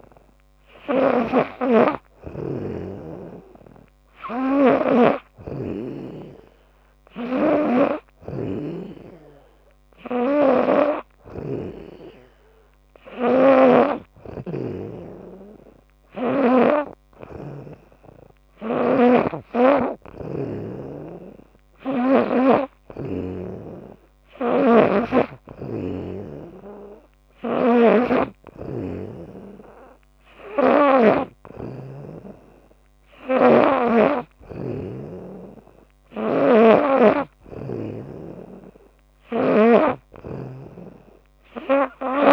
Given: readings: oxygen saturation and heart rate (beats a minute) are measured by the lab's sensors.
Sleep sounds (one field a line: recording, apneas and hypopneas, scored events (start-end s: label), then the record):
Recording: breathing in sleep by a microphone on the trachea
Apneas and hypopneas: none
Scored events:
0.00-16.50 s: snoring (device-marked)
18.50-23.00 s: snoring (device-marked)
27.50-31.00 s: snoring (device-marked)
33.00-39.50 s: snoring (device-marked)
From the record:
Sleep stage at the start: N2 (light sleep)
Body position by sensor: on the back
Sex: female